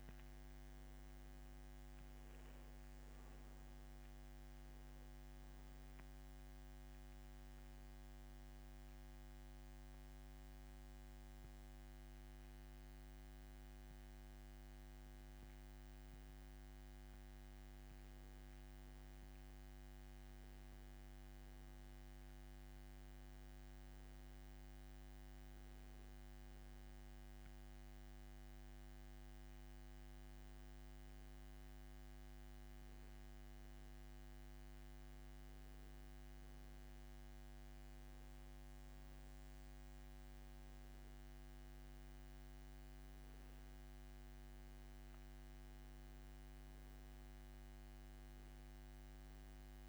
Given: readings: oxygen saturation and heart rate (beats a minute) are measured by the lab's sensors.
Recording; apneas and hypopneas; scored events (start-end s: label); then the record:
breathing in sleep, hard to hear, by a microphone on the trachea; none
none scored
From the record:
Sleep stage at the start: N2 (light sleep); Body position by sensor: on the back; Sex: male